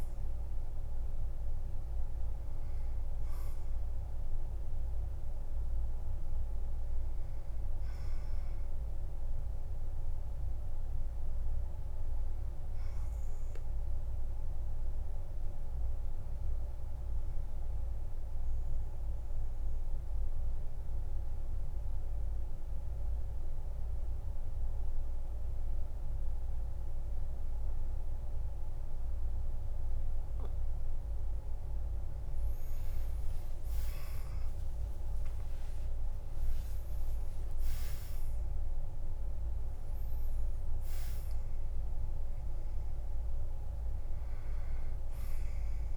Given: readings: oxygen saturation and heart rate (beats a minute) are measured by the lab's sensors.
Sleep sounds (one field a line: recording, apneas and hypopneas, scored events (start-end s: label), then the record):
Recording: breathing in sleep, hard to hear, by a room microphone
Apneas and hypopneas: 1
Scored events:
0.00-17.50 s: oxygen desaturation (device-marked, oxygen 92% lowest, heart rate 46 extreme)
13.50-30.50 s: obstructive apnea (oxygen 98% before, 92% lowest, heart rate 59 before, 45 extreme, up 33 after)
34.00-38.00 s: arousal
35.50-37.50 s: long interval between heartbeats (device-marked, heart rate 50 before, 73 extreme)
36.50-45.97 s: oxygen desaturation (device-marked, oxygen 98% before, 92% lowest, heart rate 51 before, 45 extreme)
From the record:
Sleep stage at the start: N2 (light sleep)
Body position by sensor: on the back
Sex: male